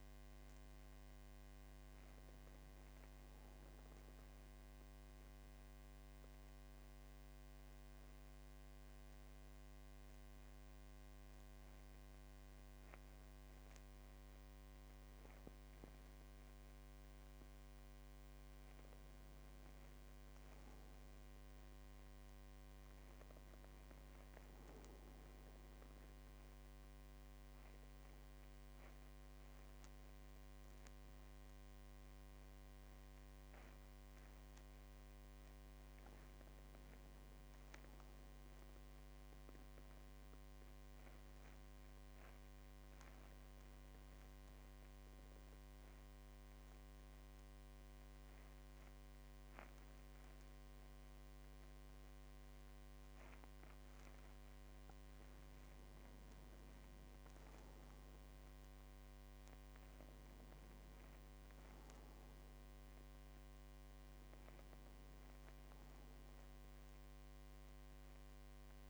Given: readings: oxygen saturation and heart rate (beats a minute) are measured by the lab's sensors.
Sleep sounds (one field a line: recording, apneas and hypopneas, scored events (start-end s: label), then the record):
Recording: breathing in sleep, hard to hear, by a microphone on the trachea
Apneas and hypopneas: 3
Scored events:
0.00-3.50 s: oxygen desaturation (device-marked, oxygen 94% lowest, heart rate 49 extreme)
4.00-16.00 s: central apnea (oxygen 99% before, 92% lowest, heart rate 53 before, 49 extreme, up 6 after)
17.50-21.00 s: arousal
23.50-39.50 s: oxygen desaturation (device-marked, oxygen 97% before, 94% lowest, heart rate 51 before, 48 extreme)
25.50-35.50 s: mixed apnea (oxygen 98% before, 92% lowest, heart rate 51 before, 48 extreme, up 7 after)
36.00-38.00 s: arousal
39.50-55.00 s: obstructive apnea (oxygen 97% before, 92% lowest, heart rate 53 before, 47 extreme, up 8 after)
56.00-60.00 s: arousal
61.50-68.89 s: oxygen desaturation (device-marked, oxygen 97% before, 92% lowest, heart rate 51 before, 47 extreme)
From the record:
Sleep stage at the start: N2 (light sleep)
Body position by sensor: on the back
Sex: male